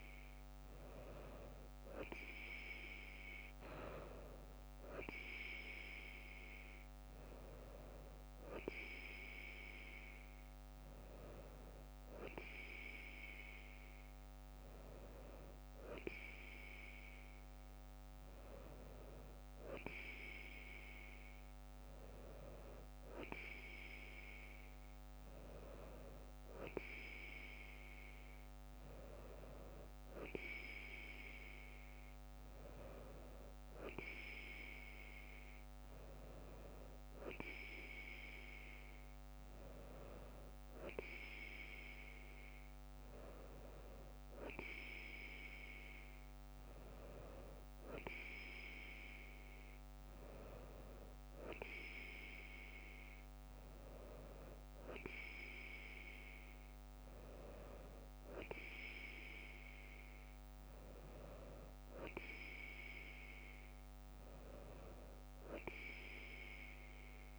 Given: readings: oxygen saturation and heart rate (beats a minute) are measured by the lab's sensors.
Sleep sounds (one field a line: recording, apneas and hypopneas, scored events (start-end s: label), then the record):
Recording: breathing in sleep by a microphone on the trachea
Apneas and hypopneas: none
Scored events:
none scored
From the record:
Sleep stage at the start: N2 (light sleep)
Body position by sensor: on the right side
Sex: female